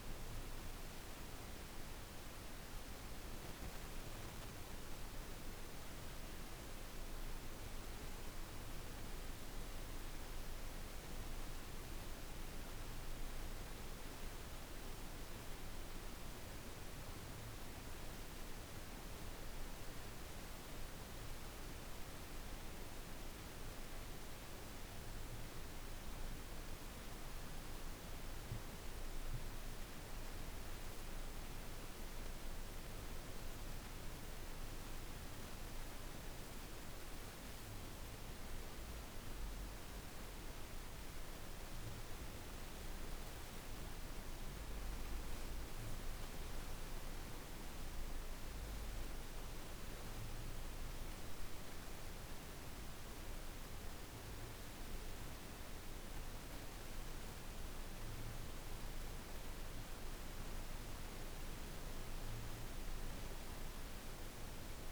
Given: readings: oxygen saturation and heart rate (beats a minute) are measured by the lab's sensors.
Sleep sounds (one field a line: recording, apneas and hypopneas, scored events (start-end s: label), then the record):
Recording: breathing in sleep, hard to hear, by a room microphone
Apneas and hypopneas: 1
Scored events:
7.50-13.00 s: arousal
26.50-40.50 s: hypopnea (oxygen 97% before, 92% lowest, heart rate 61 before, 55 extreme, up 12 after)
43.50-49.00 s: arousal
48.50-64.92 s: oxygen desaturation (device-marked, oxygen 96% before, 92% lowest, heart rate 58 before, 53 extreme)
From the record:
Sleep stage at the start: N1 (lightest sleep)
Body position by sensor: on the back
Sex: female